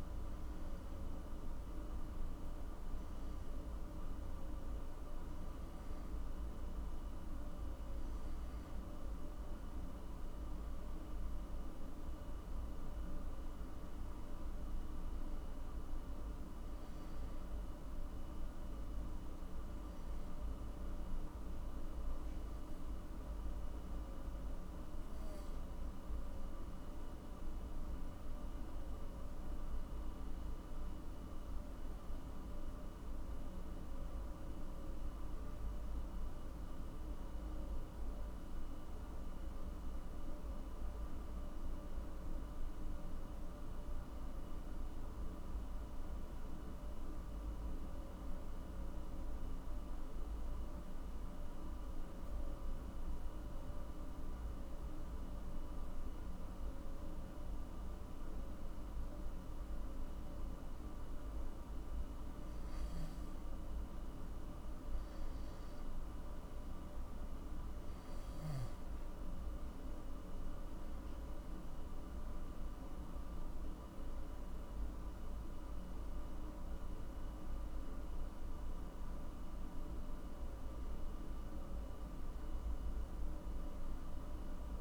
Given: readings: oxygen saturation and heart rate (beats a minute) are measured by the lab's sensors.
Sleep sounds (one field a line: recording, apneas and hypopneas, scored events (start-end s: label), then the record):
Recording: breathing in sleep, hard to hear, by a room microphone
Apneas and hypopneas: 1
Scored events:
40.00-44.50 s: arousal
53.50-64.50 s: hypopnea (oxygen 96% before, 94% lowest, heart rate 57 before, 54 extreme, up 8 after)
71.00-75.50 s: arousal
From the record:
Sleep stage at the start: N2 (light sleep)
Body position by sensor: on the back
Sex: male